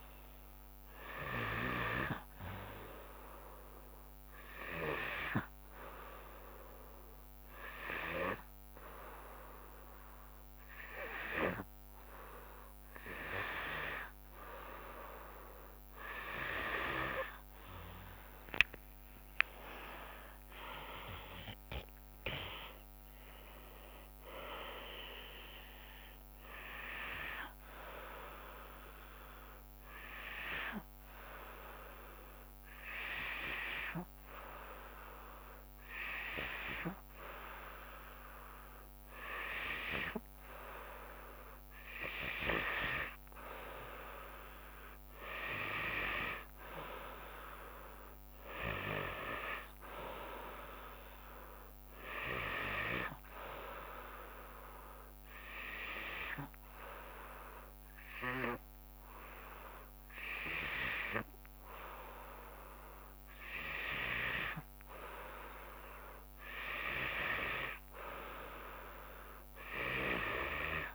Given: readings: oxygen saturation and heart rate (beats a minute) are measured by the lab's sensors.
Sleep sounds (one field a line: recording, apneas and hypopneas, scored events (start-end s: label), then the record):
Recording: breathing in sleep by a microphone on the trachea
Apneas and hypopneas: 3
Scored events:
0.50-14.50 s: oxygen desaturation (device-marked, oxygen 98% before, 93% lowest, heart rate 69 before, 69 extreme)
4.50-15.00 s: hypopnea (oxygen 98% before, 92% lowest, heart rate 68 before, 69 extreme, up 28 after)
18.50-22.00 s: arousal
19.50-30.50 s: drop in pulse transit time (device-marked, heart rate 73 before, 75 extreme)
24.50-38.50 s: oxygen desaturation (device-marked, oxygen 96% before, 92% lowest, heart rate 79 before, 68 extreme)
29.00-41.50 s: hypopnea (oxygen 98% before, 92% lowest, heart rate 80 before, 67 extreme, up 5 after)
44.50-48.50 s: arousal
54.50-64.50 s: hypopnea (oxygen 97% before, 93% lowest, heart rate 73 before, 67 extreme, up 5 after)
64.50-68.00 s: arousal
From the record:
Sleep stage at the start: N2 (light sleep)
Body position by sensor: on the back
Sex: female